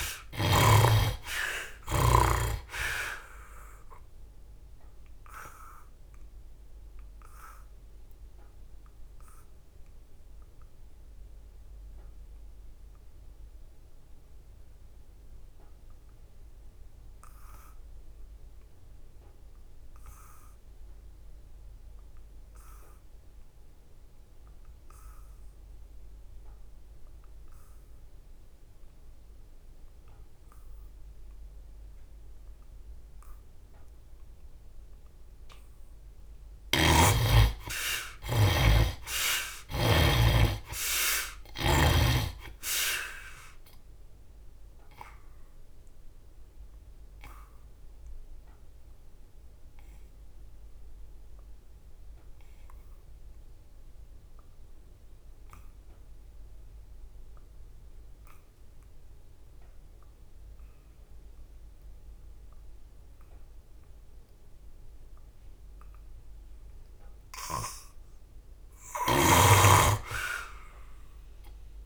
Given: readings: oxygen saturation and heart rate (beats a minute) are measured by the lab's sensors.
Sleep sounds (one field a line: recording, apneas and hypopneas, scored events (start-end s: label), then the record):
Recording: breathing in sleep by a room microphone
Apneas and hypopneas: 2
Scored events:
0.00-21.00 s: oxygen desaturation (device-marked, oxygen 61% lowest, heart rate 67 extreme)
4.00-34.50 s: obstructive apnea (oxygen 96% before, 61% lowest, heart rate 76 before, 66 extreme, up 18 after)
27.00-58.00 s: oxygen desaturation (device-marked, oxygen 96% before, 61% lowest, heart rate 73 before, 66 extreme)
36.00-39.50 s: snoring (device-marked)
36.50-40.00 s: arousal
43.00-65.50 s: obstructive apnea (oxygen 96% before, 61% lowest, heart rate 74 before, 66 extreme, up 12 after)
67.00-70.50 s: arousal
From the record:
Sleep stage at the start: N2 (light sleep)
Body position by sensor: on the back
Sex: male